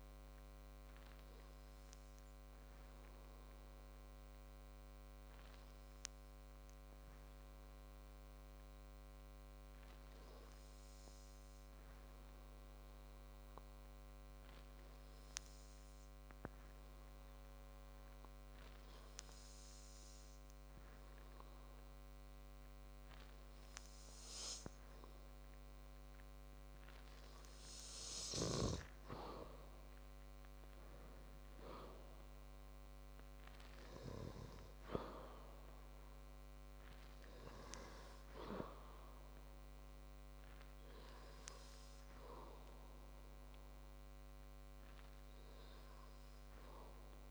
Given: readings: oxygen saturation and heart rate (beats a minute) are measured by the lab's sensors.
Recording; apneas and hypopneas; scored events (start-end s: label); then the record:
breathing in sleep by a microphone on the trachea; 1
1.50-24.00 s: hypopnea (oxygen 97% before, 94% lowest, heart rate 68 before, 49 extreme, up 17 after)
29.50-33.50 s: arousal
From the record:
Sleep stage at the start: N2 (light sleep); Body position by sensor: on the back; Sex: male